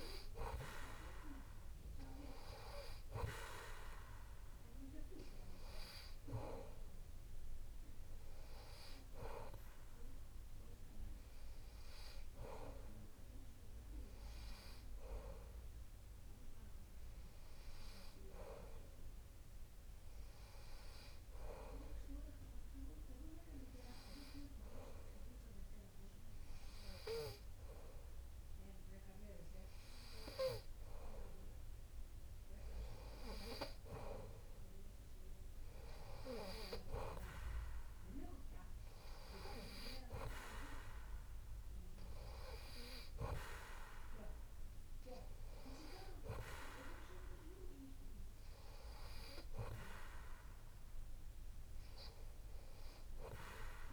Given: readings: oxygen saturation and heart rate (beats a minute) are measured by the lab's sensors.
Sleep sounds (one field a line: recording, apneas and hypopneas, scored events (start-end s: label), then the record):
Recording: breathing in sleep by a room microphone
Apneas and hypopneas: none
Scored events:
0.00-11.50 s: oxygen desaturation (device-marked, oxygen 92% lowest)
From the record:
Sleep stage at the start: N2 (light sleep)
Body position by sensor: on the back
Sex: male